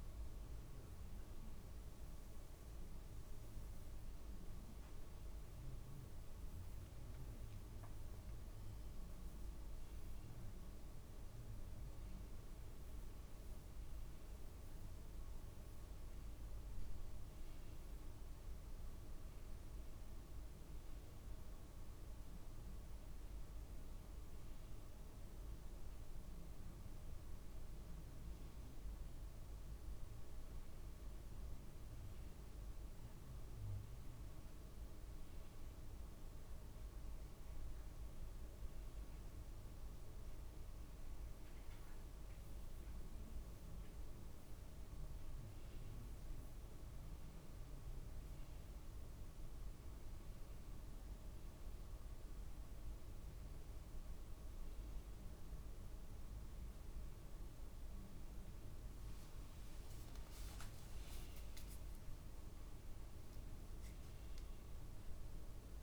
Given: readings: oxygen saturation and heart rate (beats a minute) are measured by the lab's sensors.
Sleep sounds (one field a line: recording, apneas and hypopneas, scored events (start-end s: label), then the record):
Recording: a person awake in a sleep study, hard to hear, by a room microphone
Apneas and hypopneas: none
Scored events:
none scored
From the record:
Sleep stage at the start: awake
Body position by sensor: on the back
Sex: male